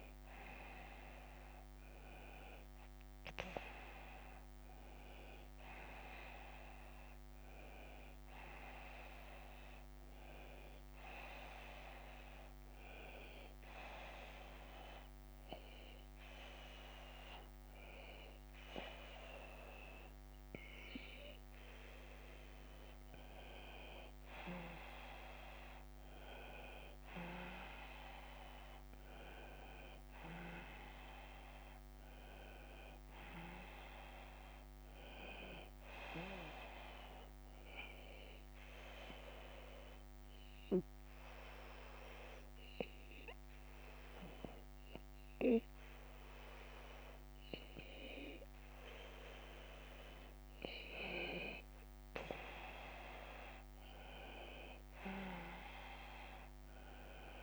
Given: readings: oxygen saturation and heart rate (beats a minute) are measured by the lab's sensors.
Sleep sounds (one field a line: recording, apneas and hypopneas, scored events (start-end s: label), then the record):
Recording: breathing in sleep by a microphone on the trachea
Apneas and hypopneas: 2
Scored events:
8.00-57.43 s: new sleep stage, N2 (light sleep)
13.50-24.00 s: hypopnea (oxygen 94% before, 90% lowest)
26.00-30.50 s: arousal
28.50-30.50 s: long interval between heartbeats (device-marked)
39.50-51.00 s: hypopnea (oxygen 93% before, 90% lowest)
53.00-57.43 s: arousal
From the record:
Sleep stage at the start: N1 (lightest sleep)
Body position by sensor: on the right side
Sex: male